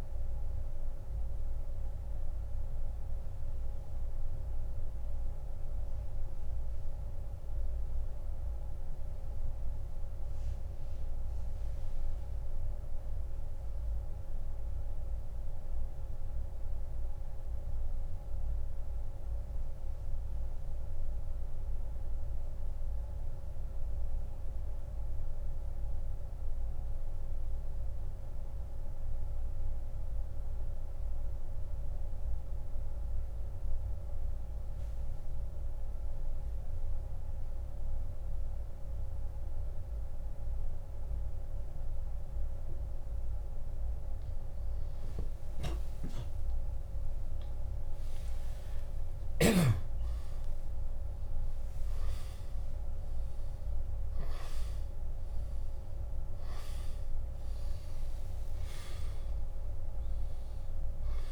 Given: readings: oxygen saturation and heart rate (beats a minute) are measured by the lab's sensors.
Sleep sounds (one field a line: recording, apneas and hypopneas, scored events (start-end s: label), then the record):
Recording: breathing in sleep, hard to hear, by a room microphone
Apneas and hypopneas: 1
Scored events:
0.00-31.50 s: oxygen desaturation (device-marked, oxygen 88% lowest, heart rate 30 extreme)
0.50-43.00 s: mixed apnea (oxygen 96% before, 87% lowest)
46.50-51.00 s: arousal
55.50-61.32 s: oxygen desaturation (device-marked, oxygen 97% before, 87% lowest)
From the record:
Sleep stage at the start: N2 (light sleep)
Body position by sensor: on the back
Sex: male